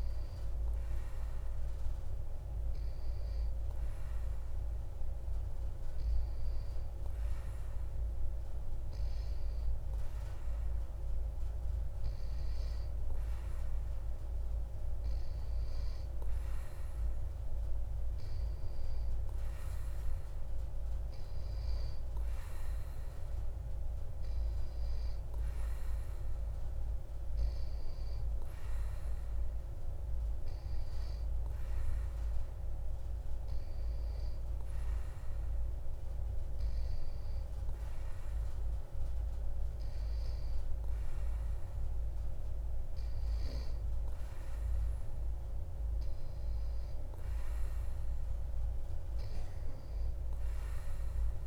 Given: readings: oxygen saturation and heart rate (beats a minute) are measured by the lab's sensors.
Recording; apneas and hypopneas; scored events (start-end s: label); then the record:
breathing in sleep, hard to hear, by a room microphone; none
none scored
From the record:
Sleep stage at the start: N2 (light sleep); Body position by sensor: on the back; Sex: male